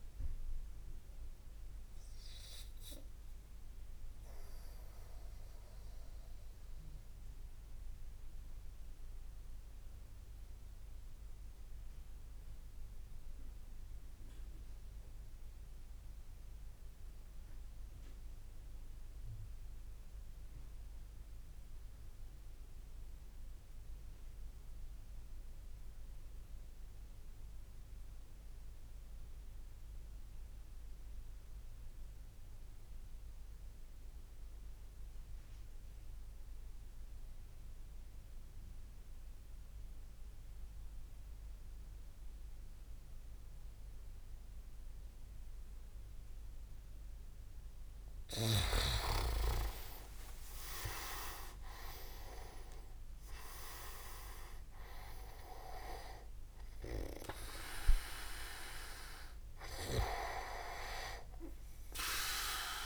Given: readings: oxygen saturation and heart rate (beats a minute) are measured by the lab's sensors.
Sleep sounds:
breathing in sleep by a room microphone; 1
0.00-15.50 s: oxygen desaturation (device-marked, oxygen 87% lowest)
4.50-47.50 s: obstructive apnea (oxygen 96% before, 82% lowest)
48.50-60.50 s: oxygen desaturation (device-marked, oxygen 97% before, 91% lowest)
49.50-53.00 s: arousal
51.00-52.50 s: leg movement (device-marked)
From the record:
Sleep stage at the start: REM sleep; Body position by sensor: on the back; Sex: male

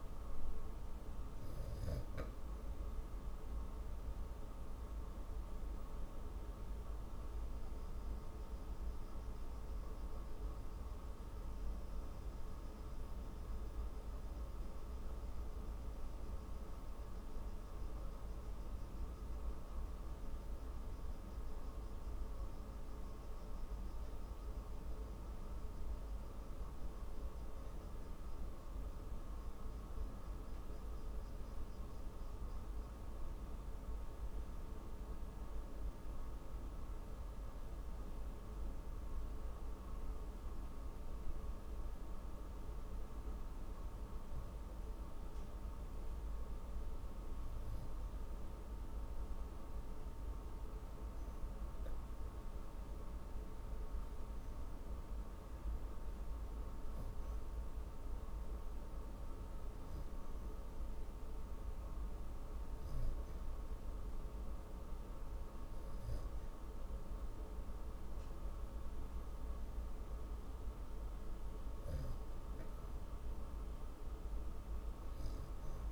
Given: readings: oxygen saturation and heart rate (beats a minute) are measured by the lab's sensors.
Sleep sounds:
breathing in sleep, hard to hear, by a room microphone; 1
29.50-32.00 s: arousal
35.50-49.00 s: hypopnea (oxygen 91% before, 90% lowest)
51.00-54.00 s: arousal
From the record:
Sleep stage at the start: N2 (light sleep); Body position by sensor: on the back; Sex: female

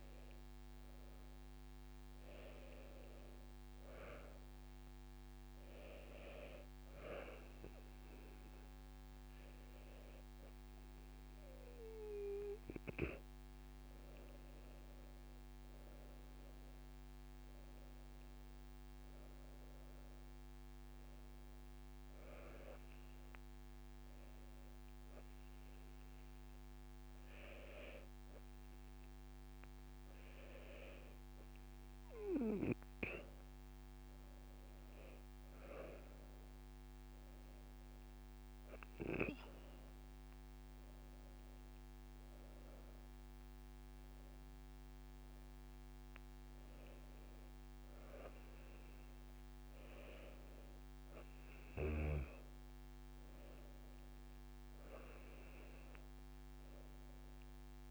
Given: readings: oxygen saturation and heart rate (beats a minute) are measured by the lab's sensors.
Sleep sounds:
breathing in sleep by a microphone on the trachea; none
6.50-17.50 s: drop in pulse transit time (device-marked, heart rate 63 before, 69 extreme)
12.50-14.50 s: long interval between heartbeats (device-marked, heart rate 69 before, 69 extreme)
31.50-33.50 s: long interval between heartbeats (device-marked, heart rate 47 before, 59 extreme)
35.50-41.50 s: drop in pulse transit time (device-marked, heart rate 43 before, 36 extreme)
39.50-41.50 s: long interval between heartbeats (device-marked, heart rate 40 before, 43 extreme)
50.50-52.50 s: long interval between heartbeats (device-marked, heart rate 57 before, 71 extreme)
52.50-57.91 s: drop in pulse transit time (device-marked)
54.00-56.00 s: long interval between heartbeats (device-marked, heart rate 59 before, 64 extreme)
From the record:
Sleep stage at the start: N2 (light sleep); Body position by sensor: on the back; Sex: female

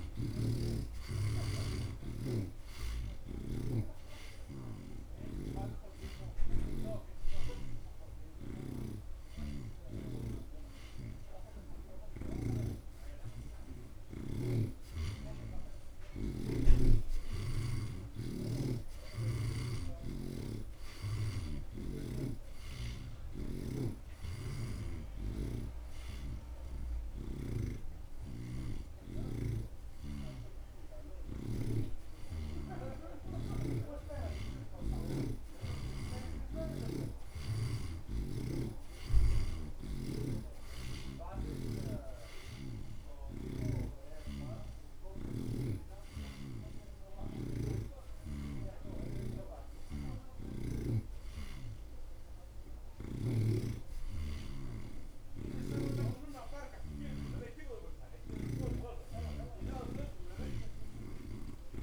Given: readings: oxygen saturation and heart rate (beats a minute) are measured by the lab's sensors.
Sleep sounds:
breathing in sleep by a room microphone; 1
2.00-12.50 s: snoring (device-marked)
4.00-14.00 s: hypopnea (oxygen 84% before, 73% lowest)
8.00-20.00 s: oxygen desaturation (device-marked, oxygen 85% before, 73% lowest)
14.50-18.00 s: snoring (device-marked)
19.00-23.50 s: arousal
28.00-40.00 s: oxygen desaturation (device-marked, oxygen 88% before, 82% lowest)
40.00-44.00 s: snoring (device-marked)
50.00-58.00 s: oxygen desaturation (device-marked, oxygen 87% before, 81% lowest)
58.50-61.83 s: snoring (device-marked)
59.50-61.83 s: arousal
From the record:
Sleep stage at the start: N2 (light sleep); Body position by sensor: on the right side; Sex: male

